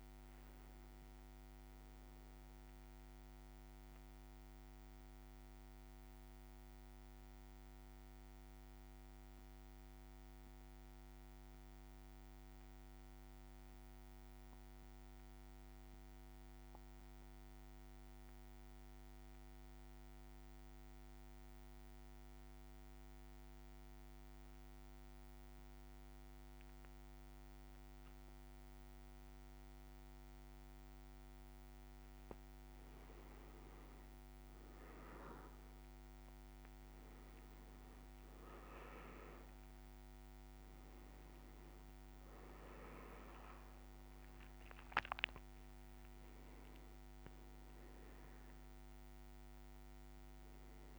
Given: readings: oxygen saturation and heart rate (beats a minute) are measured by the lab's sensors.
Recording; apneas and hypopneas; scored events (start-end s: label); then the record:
breathing in sleep, hard to hear, by a microphone on the trachea; 1
0.00-6.50 s: oxygen desaturation (device-marked, oxygen 94% lowest, heart rate 54 extreme)
2.50-31.50 s: central apnea (oxygen 98% before, 93% lowest, heart rate 55 before, 55 extreme, up 4 after)
34.50-50.99 s: oxygen desaturation (device-marked, oxygen 100% before, 93% lowest, heart rate 56 before, 55 extreme)
36.00-40.50 s: arousal
From the record:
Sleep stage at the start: REM sleep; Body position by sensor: on the back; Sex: male